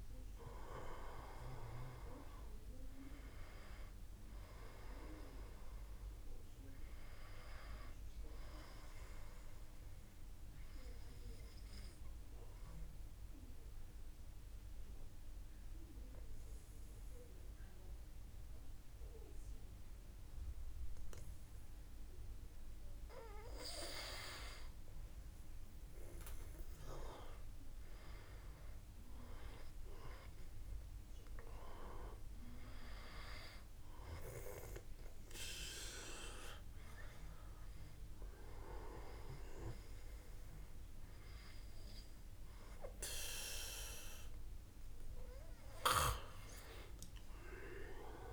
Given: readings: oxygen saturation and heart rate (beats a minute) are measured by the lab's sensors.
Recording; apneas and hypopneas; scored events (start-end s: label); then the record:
breathing in sleep by a room microphone; 1
0.00-10.00 s: oxygen desaturation (device-marked, oxygen 93% lowest)
9.00-22.50 s: obstructive apnea (oxygen 96% before, 91% lowest)
15.00-26.00 s: oxygen desaturation (device-marked, oxygen 94% before, 91% lowest)
23.50-26.00 s: arousal
47.00-48.33 s: arousal
From the record:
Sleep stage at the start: N2 (light sleep); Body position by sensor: on the back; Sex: male